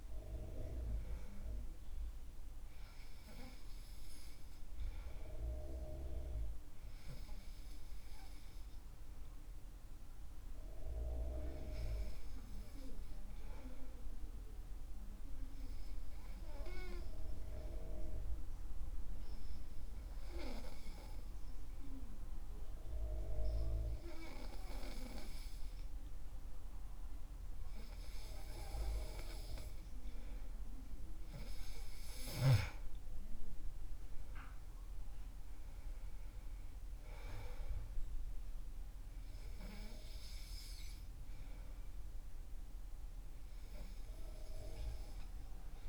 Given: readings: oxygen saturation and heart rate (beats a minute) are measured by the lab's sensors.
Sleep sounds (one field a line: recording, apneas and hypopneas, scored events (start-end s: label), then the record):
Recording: breathing in sleep by a room microphone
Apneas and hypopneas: 1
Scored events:
12.50-28.50 s: hypopnea (oxygen 97% before, 94% lowest, heart rate 70 before, 61 extreme, up 6 after)
31.50-35.50 s: arousal
From the record:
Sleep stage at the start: N2 (light sleep)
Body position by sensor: on the back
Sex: male